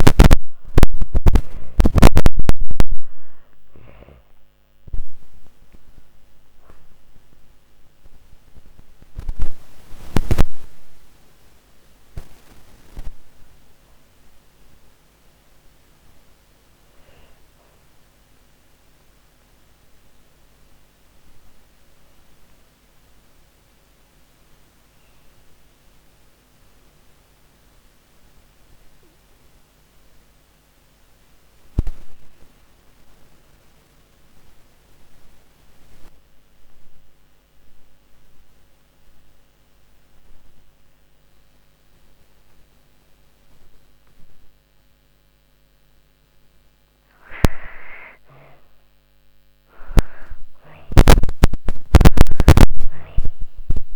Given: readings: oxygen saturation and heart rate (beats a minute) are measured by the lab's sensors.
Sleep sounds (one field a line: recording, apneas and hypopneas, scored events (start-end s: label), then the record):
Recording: breathing in sleep by a microphone on the trachea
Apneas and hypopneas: 1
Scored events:
0.00-20.00 s: oxygen desaturation (device-marked, oxygen 85% lowest)
7.00-43.50 s: obstructive apnea (oxygen 99% before, 85% lowest)
43.00-53.96 s: oxygen desaturation (device-marked, oxygen 99% before, 87% lowest)
45.50-51.00 s: arousal
From the record:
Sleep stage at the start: N2 (light sleep)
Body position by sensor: on the back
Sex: female